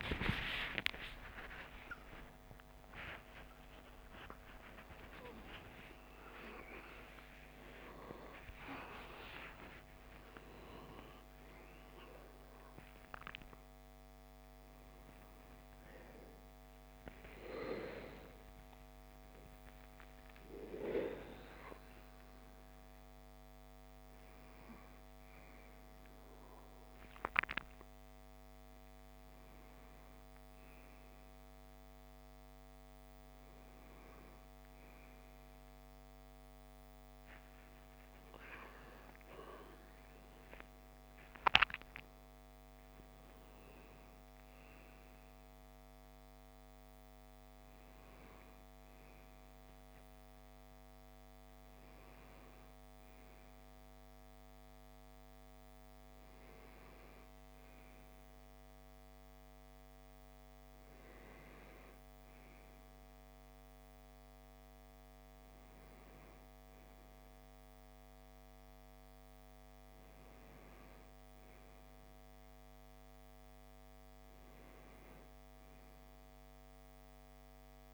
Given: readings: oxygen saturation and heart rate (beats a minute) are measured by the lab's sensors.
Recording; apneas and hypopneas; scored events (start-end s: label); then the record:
a person awake in a sleep study, by a microphone on the trachea; none
2.00-7.00 s: oxygen desaturation (device-marked, oxygen 99% before, 96% lowest, heart rate 64 before, 75 extreme)
57.00-77.94 s: new sleep stage, N1 (lightest sleep)
From the record:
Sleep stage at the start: awake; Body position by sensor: on the left side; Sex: male